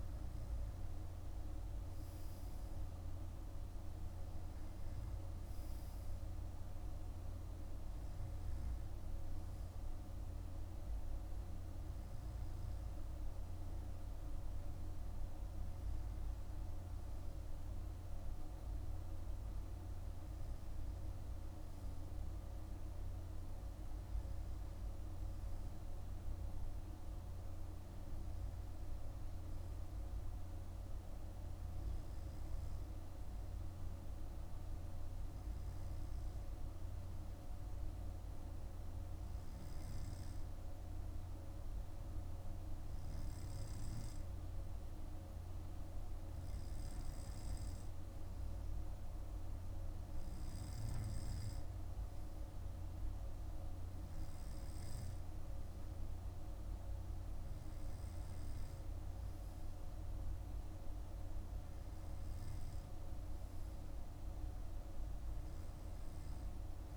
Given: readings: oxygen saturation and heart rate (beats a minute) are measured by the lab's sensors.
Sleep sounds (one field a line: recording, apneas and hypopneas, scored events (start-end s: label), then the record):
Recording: breathing in sleep, hard to hear, by a room microphone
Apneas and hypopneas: none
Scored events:
none scored
From the record:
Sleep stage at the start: N2 (light sleep)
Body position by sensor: on the right side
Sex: male